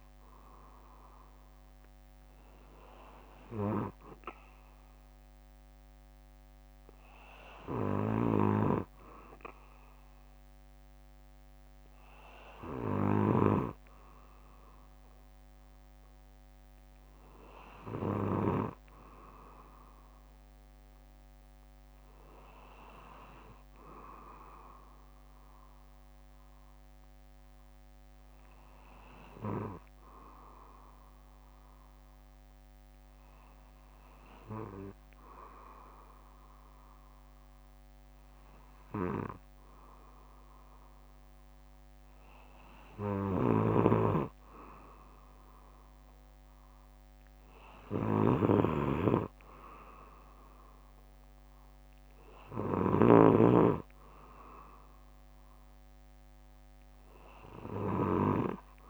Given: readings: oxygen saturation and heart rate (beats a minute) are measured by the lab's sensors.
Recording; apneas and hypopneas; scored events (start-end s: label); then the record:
breathing in sleep by a microphone on the trachea; 1
12.50-14.50 s: bradycardia (device-marked, heart rate 60 before, 61 extreme)
23.00-26.50 s: arousal
25.50-34.50 s: bradycardia (device-marked, heart rate 60 before, 56 extreme)
29.00-41.00 s: hypopnea (oxygen 95% before, 93% lowest, heart rate 61 before, 59 extreme, up 3 after)
43.00-46.50 s: arousal
From the record:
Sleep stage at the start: N2 (light sleep); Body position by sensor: on the back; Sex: male